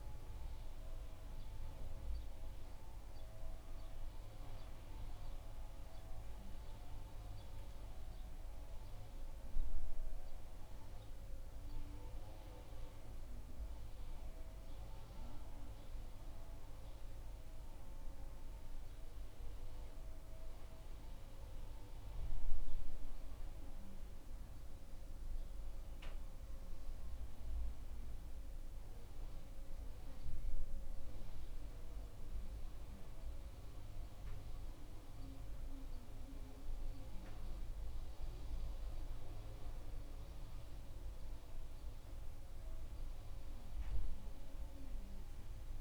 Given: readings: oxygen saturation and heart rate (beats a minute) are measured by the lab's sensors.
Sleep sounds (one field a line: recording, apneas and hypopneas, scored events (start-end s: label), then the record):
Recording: a person awake in a sleep study, hard to hear, by a room microphone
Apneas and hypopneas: none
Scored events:
none scored
From the record:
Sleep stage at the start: awake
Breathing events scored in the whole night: 114 in 3.4 hours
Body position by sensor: on the back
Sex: male